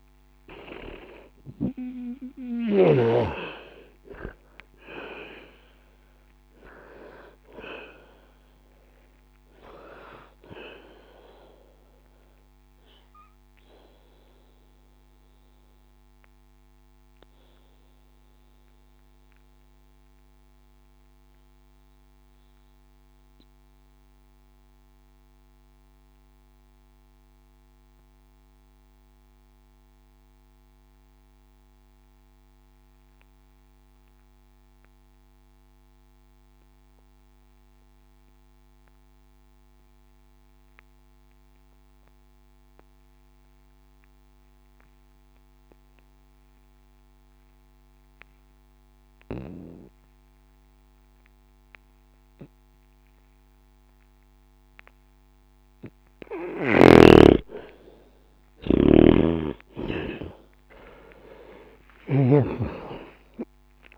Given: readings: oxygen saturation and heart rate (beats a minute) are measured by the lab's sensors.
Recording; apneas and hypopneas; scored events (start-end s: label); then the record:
breathing in sleep by a microphone on the trachea; 1
0.00-28.50 s: oxygen desaturation (device-marked, oxygen 77% lowest, heart rate 60 extreme)
10.00-56.50 s: mixed apnea (oxygen 95% before, 77% lowest, heart rate 87 before, 60 extreme, up 0 after)
50.50-63.98 s: oxygen desaturation (device-marked, oxygen 99% before, 78% lowest, heart rate 60 before, 59 extreme)
56.50-63.98 s: snoring (device-marked)
59.00-62.50 s: arousal
From the record:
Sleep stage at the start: N2 (light sleep); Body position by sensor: on the back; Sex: male